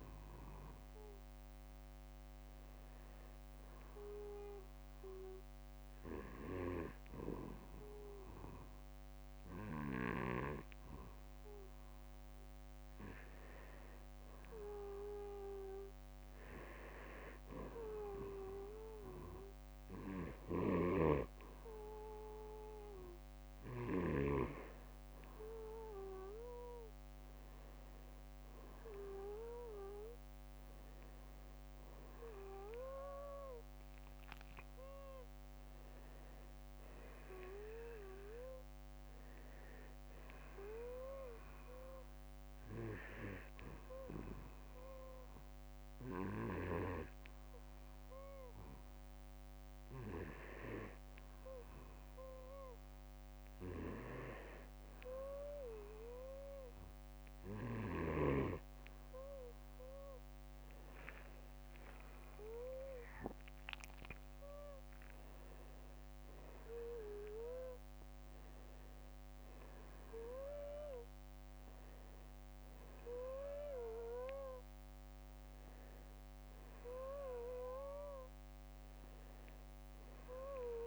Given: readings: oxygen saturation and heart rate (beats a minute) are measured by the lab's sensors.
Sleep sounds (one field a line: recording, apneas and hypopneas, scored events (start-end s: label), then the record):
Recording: breathing in sleep by a microphone on the trachea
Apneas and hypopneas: 2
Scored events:
3.50-13.50 s: obstructive apnea (oxygen 95% before, 90% lowest, heart rate 54 before, 50 extreme, up 16 after)
8.50-10.50 s: long interval between heartbeats (device-marked, heart rate 52 before, 55 extreme)
15.50-19.00 s: arousal
19.00-45.00 s: oxygen desaturation (device-marked, oxygen 94% before, 90% lowest, heart rate 55 before, 50 extreme)
36.00-39.00 s: arousal
42.50-52.50 s: hypopnea (oxygen 94% before, 92% lowest, heart rate 60 before, 54 extreme, up 10 after)
45.50-47.50 s: long interval between heartbeats (device-marked, heart rate 61 before, 59 extreme)
58.00-61.50 s: arousal
78.50-80.87 s: arousal
From the record:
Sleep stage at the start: N2 (light sleep)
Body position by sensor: on the back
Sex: male